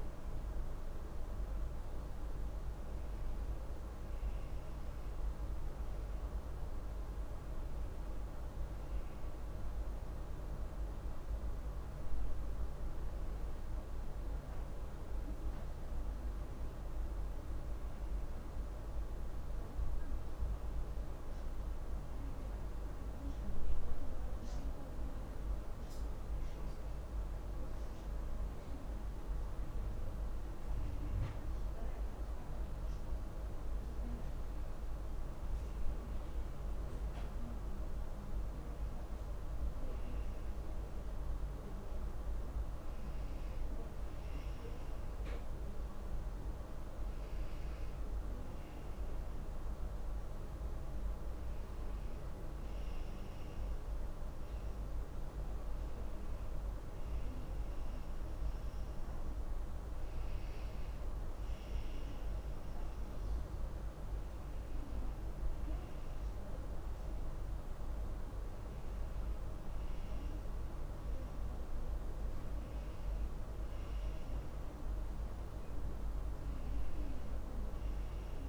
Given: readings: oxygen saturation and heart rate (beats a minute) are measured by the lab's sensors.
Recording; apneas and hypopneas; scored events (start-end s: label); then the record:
a person partly awake in a sleep study, hard to hear, by a room microphone; none
23.00-78.49 s: new sleep stage, N1 (lightest sleep)
From the record:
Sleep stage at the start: awake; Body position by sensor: on the back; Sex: female